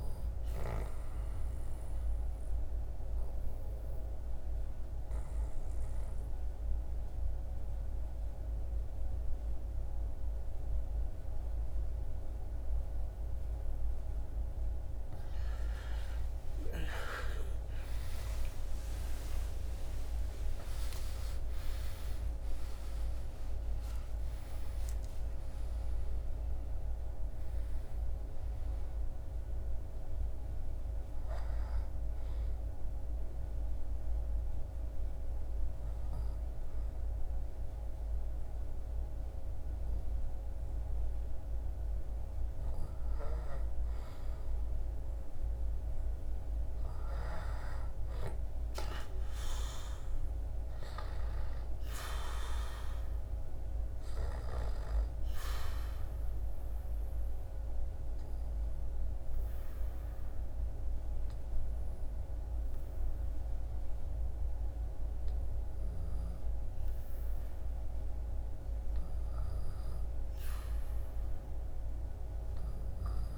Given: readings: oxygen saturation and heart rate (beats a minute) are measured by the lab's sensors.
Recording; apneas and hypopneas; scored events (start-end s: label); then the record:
breathing in sleep by a room microphone; 3
0.50-28.50 s: oxygen desaturation (device-marked, oxygen 97% before, 92% lowest, heart rate 78 before, 67 extreme)
2.00-14.00 s: obstructive apnea (oxygen 98% before, 90% lowest, heart rate 78 before, 67 extreme, up 38 after)
15.00-19.00 s: arousal
19.50-73.38 s: new sleep stage, N1 (lightest sleep)
31.00-42.00 s: obstructive apnea (oxygen 95% before, 90% lowest, heart rate 88 before, 74 extreme, up 1 after)
35.50-43.50 s: oxygen desaturation (device-marked, oxygen 93% before, 90% lowest, heart rate 93 before, 74 extreme)
43.50-47.50 s: arousal
55.50-68.00 s: obstructive apnea (oxygen 100% before, 94% lowest, heart rate 80 before, 69 extreme, up 4 after)
69.50-73.00 s: arousal
From the record:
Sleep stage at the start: N2 (light sleep); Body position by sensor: on the back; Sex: male